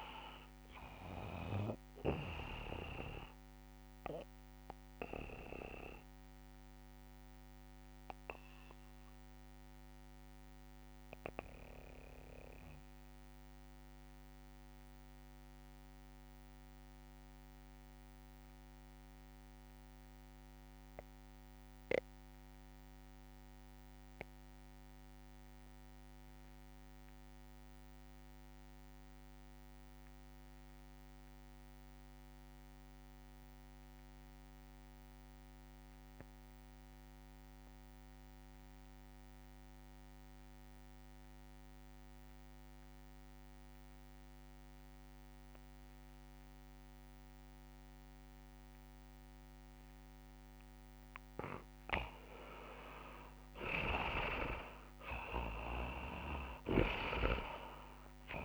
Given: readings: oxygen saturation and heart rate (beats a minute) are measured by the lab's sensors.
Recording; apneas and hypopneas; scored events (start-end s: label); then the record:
breathing in sleep by a microphone on the trachea; 1
0.00-16.00 s: oxygen desaturation (device-marked, oxygen 83% lowest)
2.50-51.00 s: mixed apnea (oxygen 98% before, 78% lowest)
27.00-58.45 s: new sleep stage, REM sleep
33.00-58.45 s: oxygen desaturation (device-marked, oxygen 98% before, 78% lowest)
From the record:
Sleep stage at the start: N2 (light sleep); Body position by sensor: on the back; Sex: male